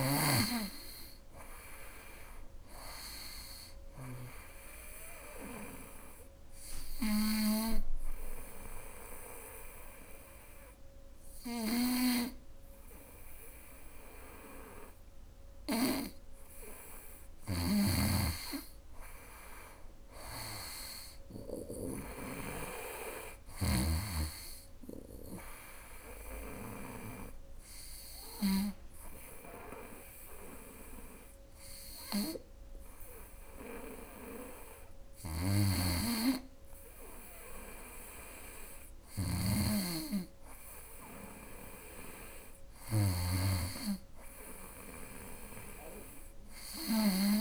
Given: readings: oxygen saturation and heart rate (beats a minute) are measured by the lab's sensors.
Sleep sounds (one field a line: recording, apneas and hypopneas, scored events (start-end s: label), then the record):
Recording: breathing in sleep by a room microphone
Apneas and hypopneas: 1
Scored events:
0.00-2.50 s: arousal
0.00-6.50 s: snoring (device-marked)
5.50-16.50 s: obstructive apnea (oxygen 98% before, 96% lowest, heart rate 78 before, 76 extreme, up 7 after)
16.50-21.50 s: snoring (device-marked)
19.00-22.00 s: arousal
34.50-47.41 s: snoring (device-marked)
From the record:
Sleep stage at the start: N2 (light sleep)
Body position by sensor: on the right side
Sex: female